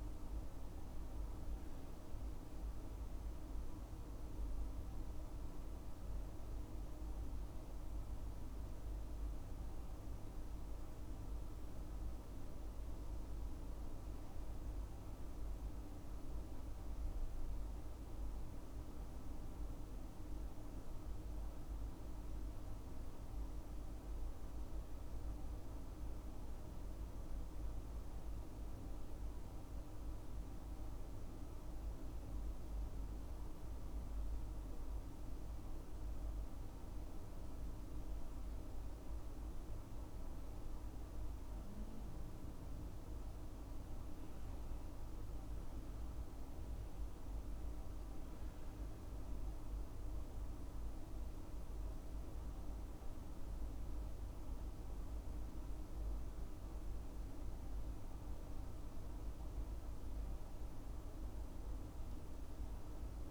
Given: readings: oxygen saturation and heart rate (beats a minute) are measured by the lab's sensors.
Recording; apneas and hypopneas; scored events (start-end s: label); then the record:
breathing in sleep, hard to hear, by a room microphone; none
none scored
From the record:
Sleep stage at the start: N2 (light sleep); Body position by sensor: on the left side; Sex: male